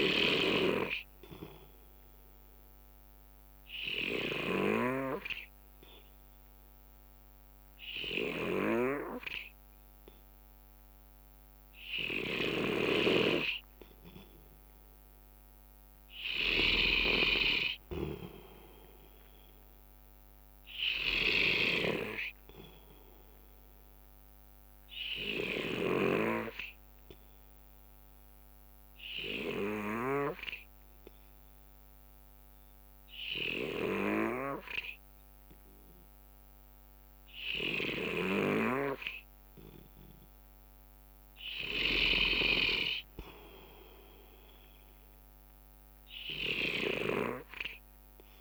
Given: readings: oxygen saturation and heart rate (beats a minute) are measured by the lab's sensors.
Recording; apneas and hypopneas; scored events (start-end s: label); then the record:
breathing in sleep by a microphone on the trachea; 2
0.00-30.50 s: snoring (device-marked)
4.00-15.00 s: obstructive apnea (oxygen 95% before, 93% lowest, heart rate 72 before, 67 extreme, up 5 after)
17.50-20.50 s: arousal
26.50-39.50 s: obstructive apnea (oxygen 95% before, 92% lowest, heart rate 70 before, 67 extreme, up 2 after)
43.00-46.00 s: arousal
From the record:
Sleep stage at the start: N3 (deep sleep); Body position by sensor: on the right side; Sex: male